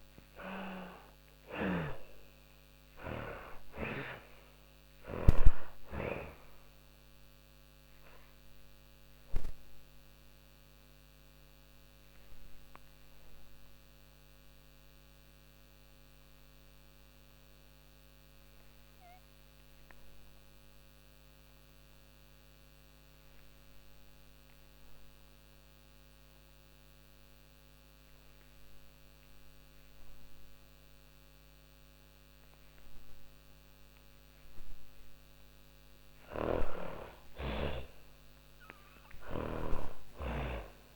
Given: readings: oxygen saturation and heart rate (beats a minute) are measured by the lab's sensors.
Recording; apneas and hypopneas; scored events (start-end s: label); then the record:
breathing in sleep by a microphone on the trachea; 1
0.00-1.50 s: arousal
0.00-29.00 s: oxygen desaturation (device-marked, oxygen 61% lowest, heart rate 40 extreme)
6.50-33.00 s: obstructive apnea (oxygen 96% before, 61% lowest, heart rate 65 before, 45 extreme, up 19 after)
34.50-38.00 s: snoring (device-marked)
35.00-39.00 s: arousal
35.00-40.96 s: oxygen desaturation (device-marked, oxygen 96% before, 74% lowest, heart rate 56 before, 42 extreme)
From the record:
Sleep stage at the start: N2 (light sleep); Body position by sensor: on the back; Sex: female